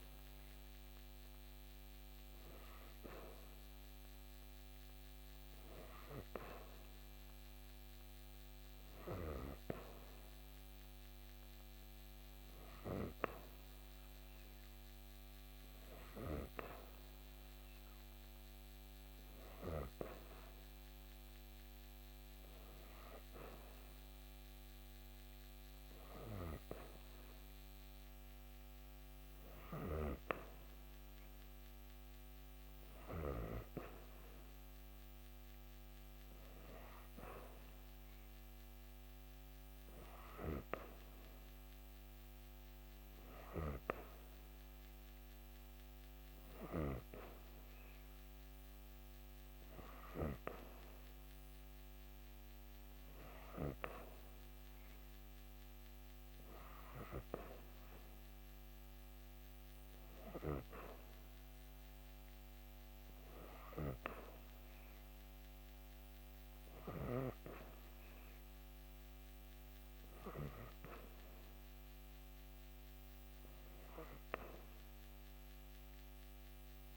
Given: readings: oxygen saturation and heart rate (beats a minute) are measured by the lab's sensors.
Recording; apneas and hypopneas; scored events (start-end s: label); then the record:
breathing in sleep by a microphone on the trachea; none
none scored
From the record:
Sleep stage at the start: N3 (deep sleep); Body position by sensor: on the back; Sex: female